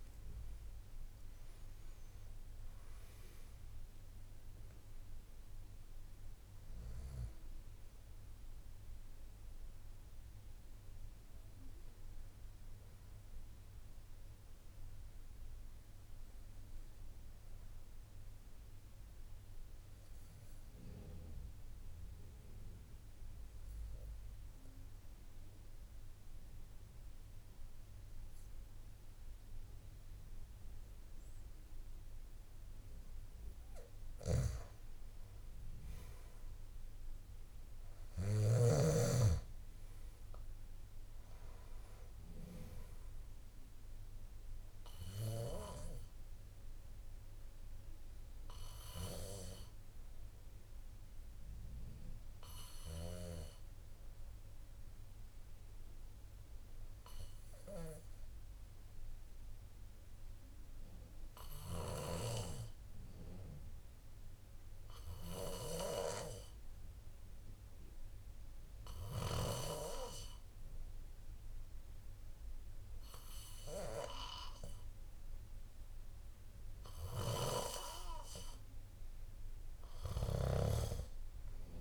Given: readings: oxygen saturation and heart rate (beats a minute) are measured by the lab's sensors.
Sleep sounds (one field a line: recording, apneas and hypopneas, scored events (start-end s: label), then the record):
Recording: breathing in sleep by a room microphone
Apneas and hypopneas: 2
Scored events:
0.00-14.00 s: oxygen desaturation (device-marked, oxygen 97% before, 92% lowest, heart rate 56 before, 52 extreme)
17.50-33.00 s: obstructive apnea (oxygen 97% before, 91% lowest, heart rate 60 before, 52 extreme, up 5 after)
49.50-75.50 s: hypopnea (oxygen 97% before, 92% lowest, heart rate 55 before, 52 extreme, up 5 after)
55.00-67.00 s: oxygen desaturation (device-marked, oxygen 95% before, 92% lowest, heart rate 55 before, 52 extreme)
From the record:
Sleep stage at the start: N2 (light sleep)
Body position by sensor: on the back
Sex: male